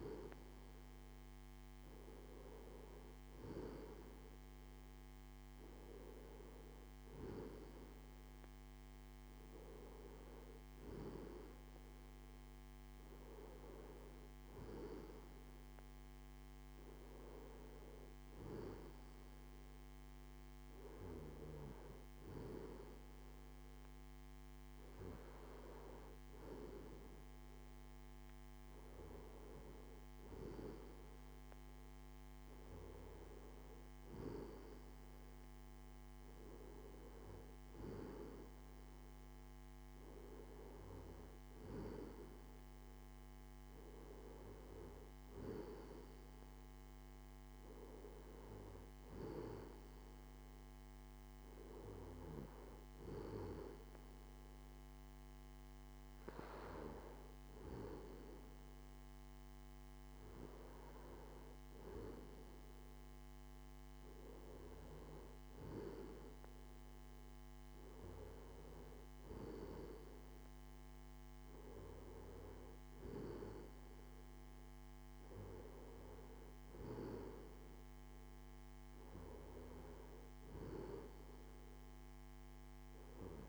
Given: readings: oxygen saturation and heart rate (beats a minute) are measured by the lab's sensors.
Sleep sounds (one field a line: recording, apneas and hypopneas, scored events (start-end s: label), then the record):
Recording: breathing in sleep by a microphone on the trachea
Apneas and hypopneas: none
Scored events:
none scored
From the record:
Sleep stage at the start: N2 (light sleep)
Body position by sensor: on the left side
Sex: male